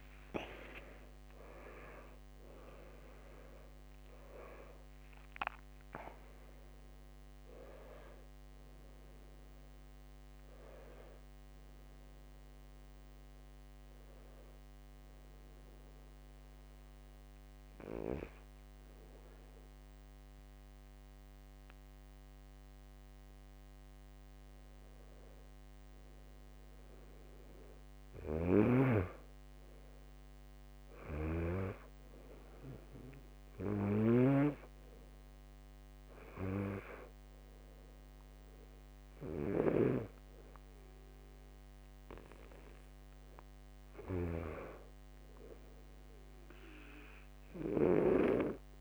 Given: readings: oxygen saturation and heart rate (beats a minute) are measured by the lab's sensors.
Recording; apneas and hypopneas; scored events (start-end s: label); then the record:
breathing in sleep by a microphone on the trachea; 1
15.00-26.00 s: obstructive apnea (oxygen 100% before, 97% lowest, heart rate 123 before, 61 extreme, up 5 after)
28.50-32.50 s: arousal
31.00-34.50 s: snoring (device-marked)
37.00-46.00 s: oxygen desaturation (device-marked, oxygen 100% before, 97% lowest, heart rate 64 before, 65 extreme)
From the record:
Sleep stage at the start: N2 (light sleep); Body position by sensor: on the back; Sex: male